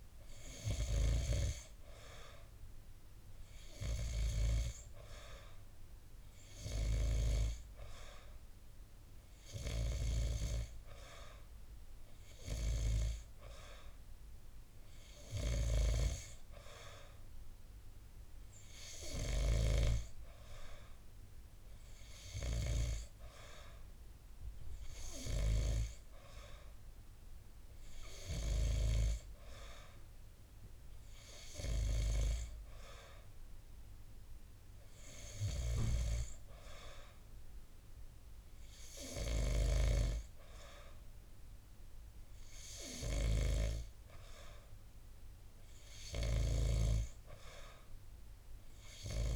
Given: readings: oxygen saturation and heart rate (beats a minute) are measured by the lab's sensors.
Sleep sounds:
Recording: breathing in sleep by a room microphone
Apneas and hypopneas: none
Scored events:
none scored
From the record:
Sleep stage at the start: N2 (light sleep)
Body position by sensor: on the back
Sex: male

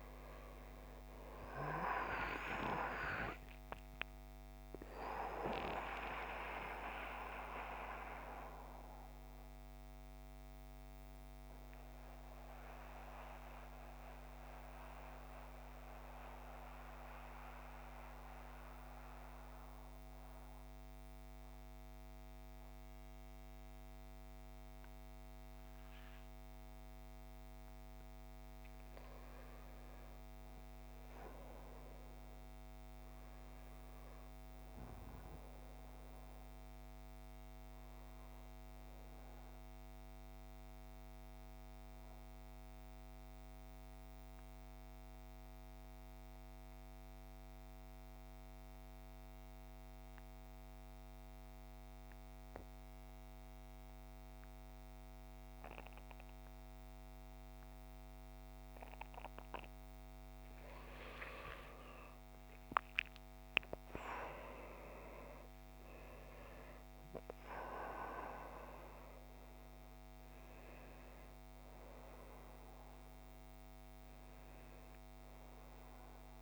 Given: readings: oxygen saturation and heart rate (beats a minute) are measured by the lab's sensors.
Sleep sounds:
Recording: breathing in sleep by a microphone on the trachea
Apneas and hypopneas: 2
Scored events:
0.00-3.00 s: arousal
4.50-27.50 s: oxygen desaturation (device-marked, oxygen 98% before, 92% lowest, heart rate 53 before, 52 extreme)
12.00-26.50 s: central apnea (oxygen 98% before, 87% lowest, heart rate 58 before, 52 extreme, up 7 after)
28.00-32.50 s: arousal
40.50-59.00 s: central apnea (oxygen 97% before, 87% lowest, heart rate 56 before, 53 extreme, up 26 after)
41.50-52.50 s: oxygen desaturation (device-marked, oxygen 97% before, 92% lowest, heart rate 56 before, 53 extreme)
61.00-67.50 s: arousal
66.50-76.42 s: oxygen desaturation (device-marked, oxygen 96% before, 87% lowest, heart rate 59 before, 50 extreme)
From the record:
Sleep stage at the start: N2 (light sleep)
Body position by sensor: on the back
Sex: male

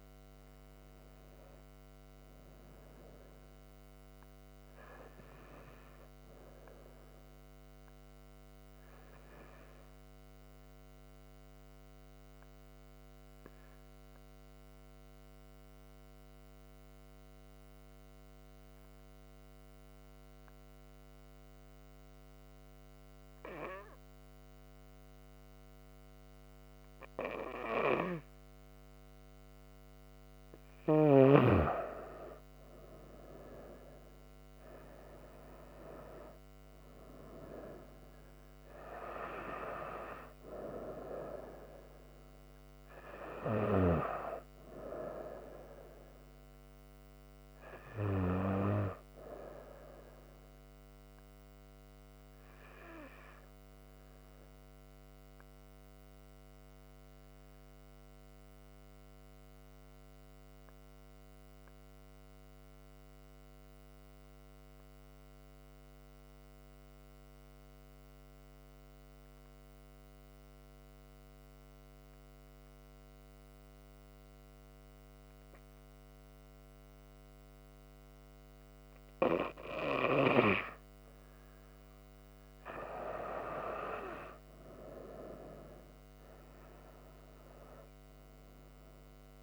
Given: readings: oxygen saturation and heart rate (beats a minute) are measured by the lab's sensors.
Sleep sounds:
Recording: breathing in sleep by a microphone on the trachea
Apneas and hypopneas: 2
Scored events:
11.00-28.00 s: obstructive apnea (oxygen 97% before, 91% lowest)
29.50-54.50 s: oxygen desaturation (device-marked, oxygen 97% before, 91% lowest)
32.50-36.00 s: arousal
55.00-80.50 s: obstructive apnea (oxygen 96% before, 90% lowest)
76.50-89.43 s: oxygen desaturation (device-marked, oxygen 97% before, 90% lowest)
83.00-86.00 s: arousal
From the record:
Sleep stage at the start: N2 (light sleep)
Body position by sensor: on the right side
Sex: female

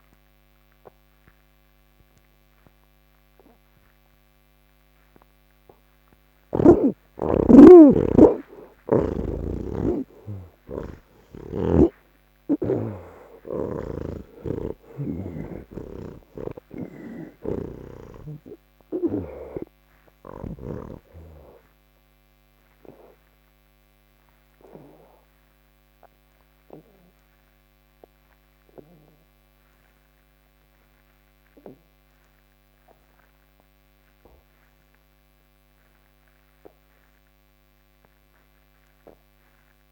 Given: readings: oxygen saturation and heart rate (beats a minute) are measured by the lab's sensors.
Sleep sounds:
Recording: breathing in sleep by a microphone on the trachea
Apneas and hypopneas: none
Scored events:
9.00-25.00 s: oxygen desaturation (device-marked, oxygen 97% before, 89% lowest, heart rate 72 before, 71 extreme)
16.00-20.50 s: snoring (device-marked)
30.00-39.92 s: oxygen desaturation (device-marked, oxygen 92% before, 89% lowest, heart rate 78 before, 73 extreme)
From the record:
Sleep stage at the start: N3 (deep sleep)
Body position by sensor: on the back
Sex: male

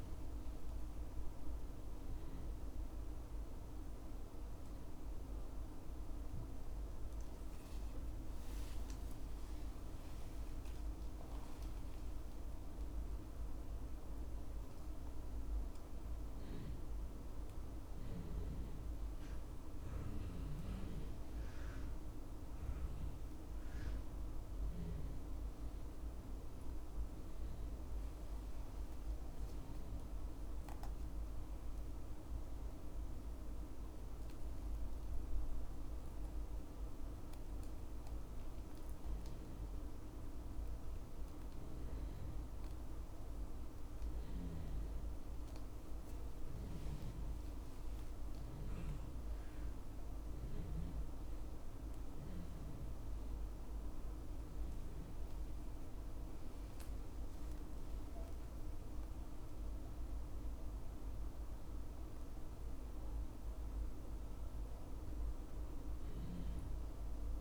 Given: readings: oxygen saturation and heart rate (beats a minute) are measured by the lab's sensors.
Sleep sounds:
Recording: a person awake in a sleep study, hard to hear, by a room microphone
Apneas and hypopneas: none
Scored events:
30.00-67.41 s: new sleep stage, awake
From the record:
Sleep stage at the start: N1 (lightest sleep)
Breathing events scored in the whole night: 228 in 4.7 hours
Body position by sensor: on the back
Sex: male

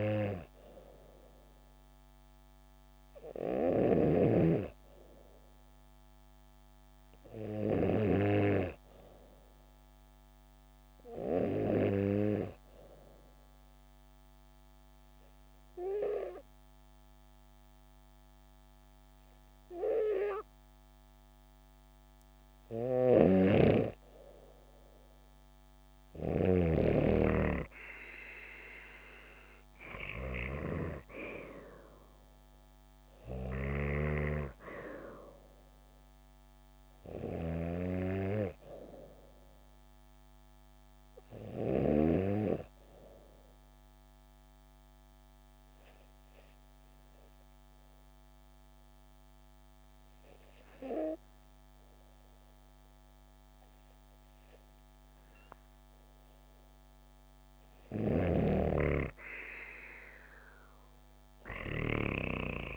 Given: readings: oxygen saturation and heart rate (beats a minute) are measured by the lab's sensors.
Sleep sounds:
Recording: breathing in sleep by a microphone on the trachea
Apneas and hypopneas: 2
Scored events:
12.50-22.50 s: obstructive apnea (oxygen 96% before, 91% lowest, heart rate 69 before, 68 extreme, up 3 after)
23.00-26.50 s: snoring (device-marked)
24.50-27.00 s: arousal
33.00-49.00 s: oxygen desaturation (device-marked, oxygen 94% before, 91% lowest, heart rate 69 before, 59 extreme)
43.50-56.50 s: obstructive apnea (oxygen 95% before, 92% lowest, heart rate 70 before, 59 extreme, up 2 after)
58.50-62.00 s: arousal
From the record:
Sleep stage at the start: N2 (light sleep)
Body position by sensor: on the back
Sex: female

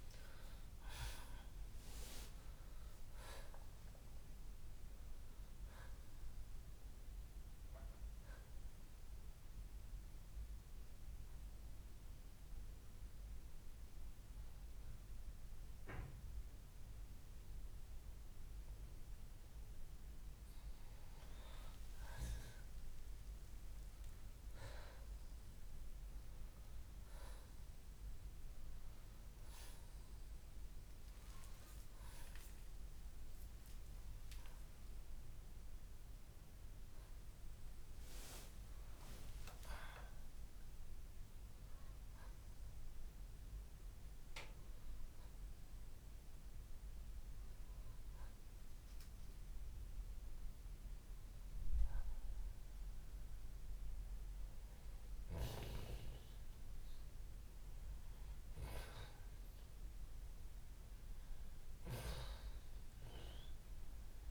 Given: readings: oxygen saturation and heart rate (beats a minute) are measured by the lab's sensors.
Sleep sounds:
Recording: breathing in sleep by a room microphone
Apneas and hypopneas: 1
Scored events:
0.00-2.00 s: arousal
9.50-20.50 s: obstructive apnea (oxygen 94% before, 83% lowest, heart rate 60 before, 49 extreme, up 9 after)
13.00-23.00 s: oxygen desaturation (device-marked, oxygen 94% before, 83% lowest, heart rate 61 before, 49 extreme)
23.50-29.50 s: arousal
39.00-51.00 s: oxygen desaturation (device-marked, oxygen 95% before, 88% lowest, heart rate 59 before, 57 extreme)
54.00-59.00 s: arousal
63.00-64.31 s: oxygen desaturation (device-marked, oxygen 94% before, 88% lowest, heart rate 62 before, 53 extreme)
From the record:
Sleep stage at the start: N2 (light sleep)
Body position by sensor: on the left side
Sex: male

